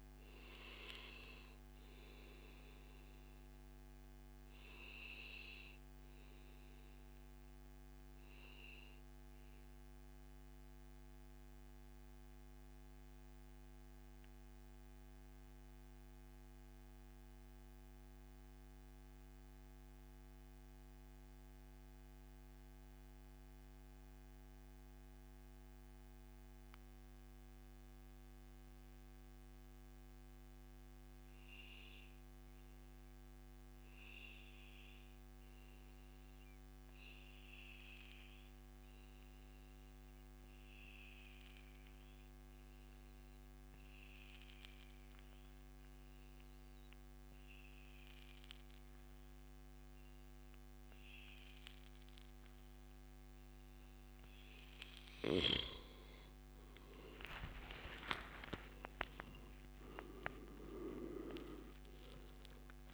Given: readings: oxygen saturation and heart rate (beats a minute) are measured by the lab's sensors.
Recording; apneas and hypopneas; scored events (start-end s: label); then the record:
breathing in sleep by a microphone on the trachea; 1
0.00-2.50 s: oxygen desaturation (device-marked, oxygen 90% lowest, heart rate 83 extreme)
2.00-53.50 s: mixed apnea (oxygen 95% before, 90% lowest, heart rate 139 before, 83 extreme, up 40 after)
5.00-7.00 s: long interval between heartbeats (device-marked, heart rate 137 before, 87 extreme)
15.00-17.00 s: long interval between heartbeats (device-marked, heart rate 117 before, 101 extreme)
33.00-35.00 s: long interval between heartbeats (device-marked, heart rate 110 before, 108 extreme)
36.50-38.50 s: long interval between heartbeats (device-marked, heart rate 111 before, 105 extreme)
39.50-41.50 s: long interval between heartbeats (device-marked, heart rate 111 before, 106 extreme)
41.50-62.94 s: oxygen desaturation (device-marked, oxygen 98% before, 90% lowest, heart rate 111 before, 89 extreme)
53.00-55.00 s: long interval between heartbeats (device-marked, heart rate 106 before, 113 extreme)
56.00-60.00 s: arousal
From the record:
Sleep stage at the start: N2 (light sleep); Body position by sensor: on the back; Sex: male